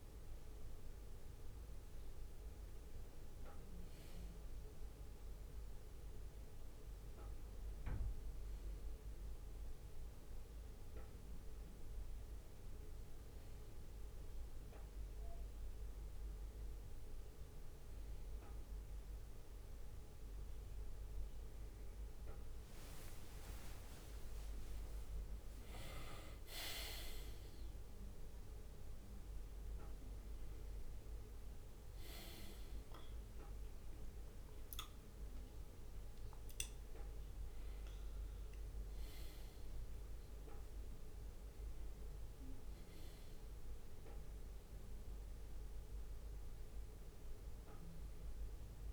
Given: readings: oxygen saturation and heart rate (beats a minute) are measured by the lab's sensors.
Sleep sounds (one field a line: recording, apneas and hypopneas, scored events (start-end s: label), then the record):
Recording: a person awake in a sleep study, hard to hear, by a room microphone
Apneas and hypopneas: none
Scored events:
23.50-25.50 s: long interval between heartbeats (device-marked, heart rate 61 before, 69 extreme)
27.00-34.00 s: bradycardia (device-marked, heart rate 65 before, 55 extreme)
41.00-48.93 s: bradycardia (device-marked, heart rate 65 before, 58 extreme)
From the record:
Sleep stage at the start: awake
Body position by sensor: on the left side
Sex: male